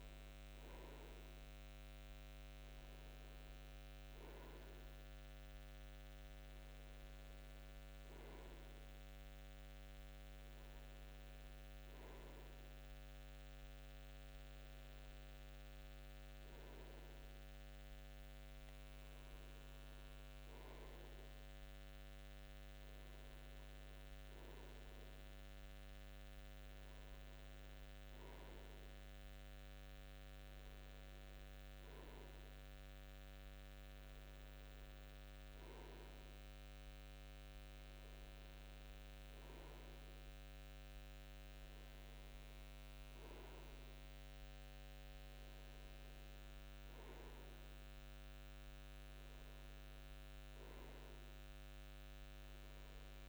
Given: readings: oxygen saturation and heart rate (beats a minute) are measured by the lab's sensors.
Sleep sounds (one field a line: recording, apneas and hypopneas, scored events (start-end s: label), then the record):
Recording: breathing in sleep, hard to hear, by a microphone on the trachea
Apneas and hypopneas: none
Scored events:
none scored
From the record:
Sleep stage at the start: N2 (light sleep)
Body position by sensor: on the front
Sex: male